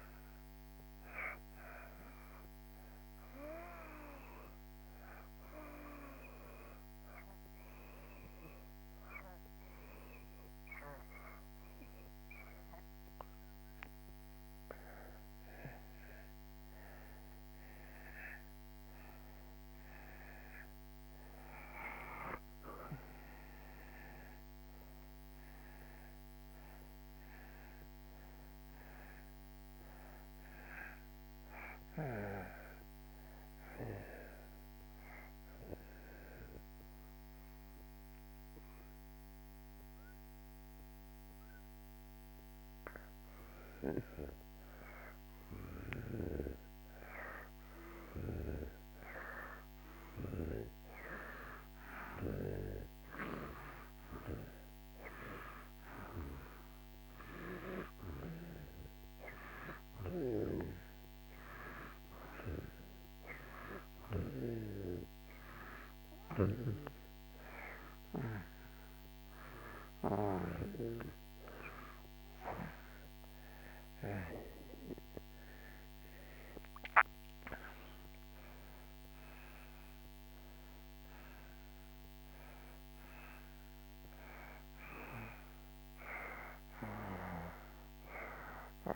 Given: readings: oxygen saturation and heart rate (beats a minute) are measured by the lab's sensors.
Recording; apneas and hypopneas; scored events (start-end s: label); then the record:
breathing in sleep by a microphone on the trachea; 2
0.00-10.00 s: oxygen desaturation (device-marked, oxygen 83% lowest)
4.00-14.50 s: obstructive apnea (oxygen 93% before, 86% lowest)
16.50-21.00 s: arousal
28.00-52.00 s: oxygen desaturation (device-marked, oxygen 95% before, 86% lowest)
35.00-45.50 s: obstructive apnea (oxygen 95% before, 86% lowest)
48.50-53.50 s: arousal
61.00-84.00 s: oxygen desaturation (device-marked, oxygen 96% before, 88% lowest)
From the record:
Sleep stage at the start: N2 (light sleep); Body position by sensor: on the back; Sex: male